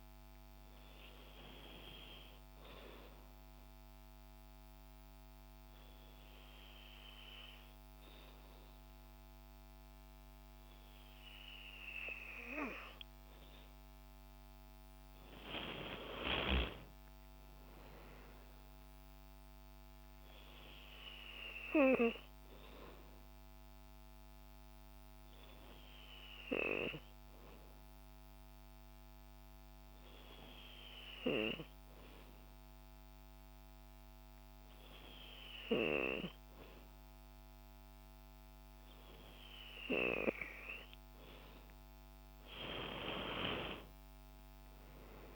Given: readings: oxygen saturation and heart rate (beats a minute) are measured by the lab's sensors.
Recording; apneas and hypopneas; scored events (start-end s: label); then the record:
breathing in sleep by a microphone on the trachea; 2
2.00-14.00 s: hypopnea (oxygen 96% before, 93% lowest, heart rate 81 before, 52 extreme, up 31 after)
16.50-20.00 s: arousal
24.50-39.50 s: hypopnea (oxygen 96% before, 93% lowest, heart rate 67 before, 52 extreme, up 51 after)
41.50-45.00 s: arousal
From the record:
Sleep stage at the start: N2 (light sleep); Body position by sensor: on the back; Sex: female